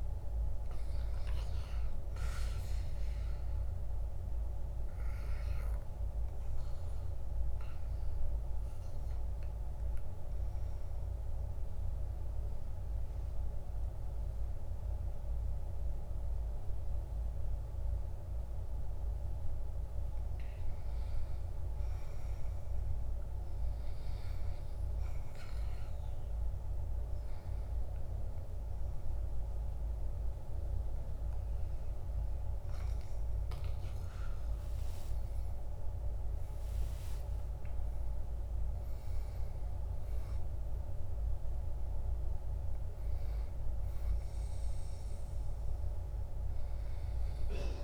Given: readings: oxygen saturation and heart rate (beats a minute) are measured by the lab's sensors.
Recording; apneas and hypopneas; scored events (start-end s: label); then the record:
breathing in sleep, hard to hear, by a room microphone; 1
10.50-20.50 s: obstructive apnea (oxygen 98% before, 94% lowest, heart rate 70 before, 56 extreme, up 3 after)
24.50-47.84 s: new sleep stage, N2 (light sleep)
34.00-38.50 s: arousal
From the record:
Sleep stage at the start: REM sleep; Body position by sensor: on the back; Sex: male